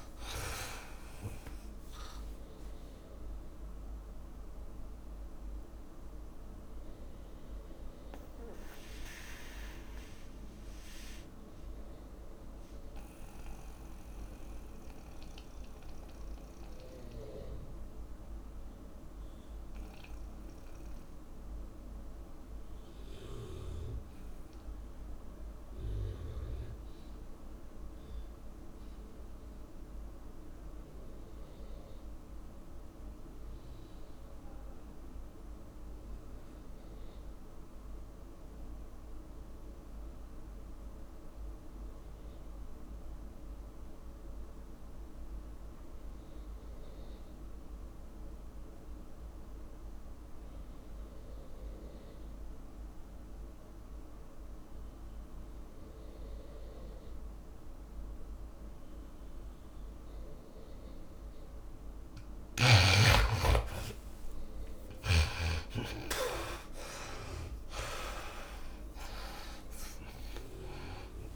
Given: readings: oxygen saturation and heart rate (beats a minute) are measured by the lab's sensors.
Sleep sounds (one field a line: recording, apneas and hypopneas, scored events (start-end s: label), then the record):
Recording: breathing in sleep by a room microphone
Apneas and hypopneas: 1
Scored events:
0.00-22.50 s: oxygen desaturation (device-marked, oxygen 72% lowest, heart rate 125 extreme)
0.00-71.36 s: tachycardia (device-marked)
4.50-62.00 s: mixed apnea (oxygen 98% before, 67% lowest, heart rate 157 before, 111 extreme, up 31 after)
36.50-71.36 s: oxygen desaturation (device-marked, oxygen 99% before, 71% lowest, heart rate 157 before, 111 extreme)
65.00-70.00 s: arousal
From the record:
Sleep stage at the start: N2 (light sleep)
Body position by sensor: on the back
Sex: male